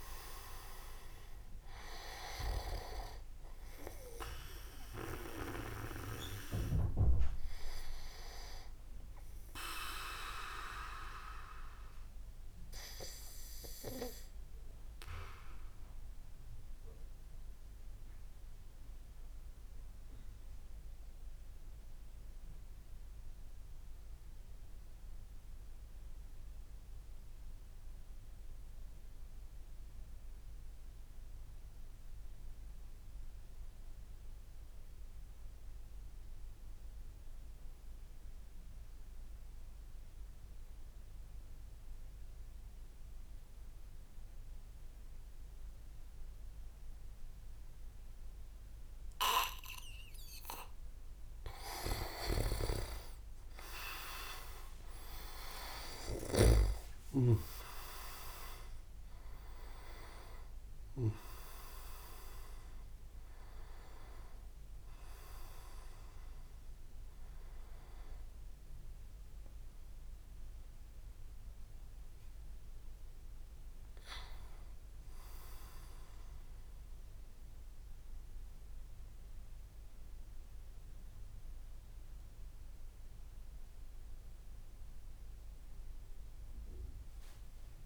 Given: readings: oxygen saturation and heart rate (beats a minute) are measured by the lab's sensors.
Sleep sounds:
breathing in sleep by a room microphone; 1
0.00-8.50 s: oxygen desaturation (device-marked, oxygen 93% lowest, heart rate 59 extreme)
9.50-50.50 s: obstructive apnea (oxygen 98% before, 93% lowest, heart rate 65 before, 59 extreme, up 38 after)
42.50-61.50 s: oxygen desaturation (device-marked, oxygen 99% before, 94% lowest, heart rate 63 before, 61 extreme)
51.50-53.50 s: leg movement (device-marked)
52.00-56.50 s: snoring (device-marked)
53.50-58.00 s: arousal
54.50-58.50 s: leg movement (device-marked)
From the record:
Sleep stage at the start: N2 (light sleep); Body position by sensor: on the back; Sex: male

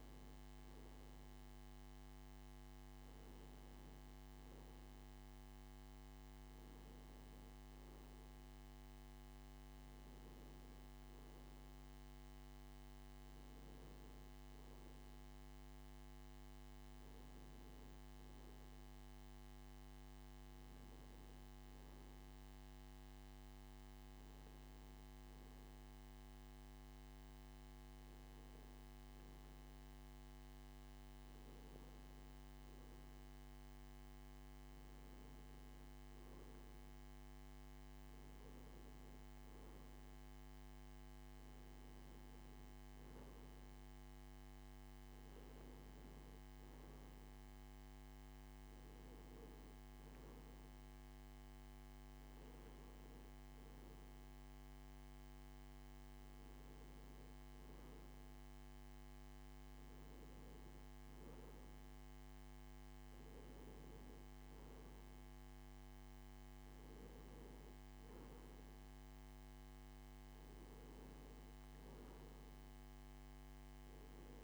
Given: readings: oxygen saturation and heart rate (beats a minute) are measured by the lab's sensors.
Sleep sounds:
breathing in sleep, hard to hear, by a microphone on the trachea; none
none scored
From the record:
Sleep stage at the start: N2 (light sleep); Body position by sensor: on the back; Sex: male

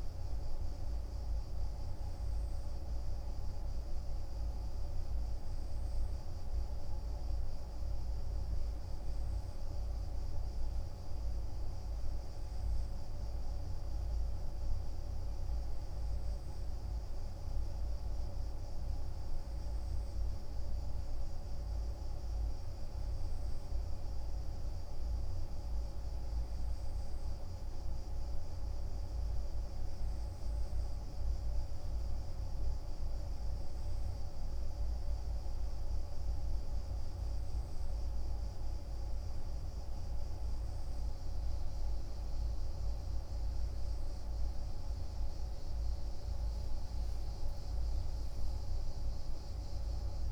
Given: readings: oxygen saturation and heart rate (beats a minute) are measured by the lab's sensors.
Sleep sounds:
breathing in sleep, hard to hear, by a room microphone; none
none scored
From the record:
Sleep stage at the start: N2 (light sleep); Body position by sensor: on the right side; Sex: male

